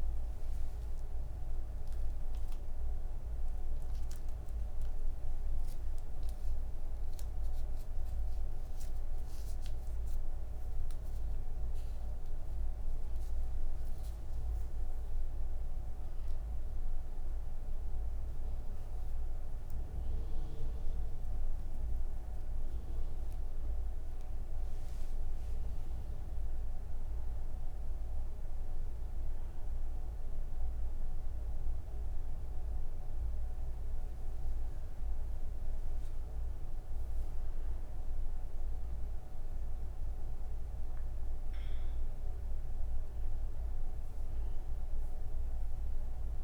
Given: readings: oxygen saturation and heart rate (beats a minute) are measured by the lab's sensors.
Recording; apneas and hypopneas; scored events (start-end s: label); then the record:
breathing in sleep, hard to hear, by a room microphone; none
none scored
From the record:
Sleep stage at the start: N1 (lightest sleep); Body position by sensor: on the back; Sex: female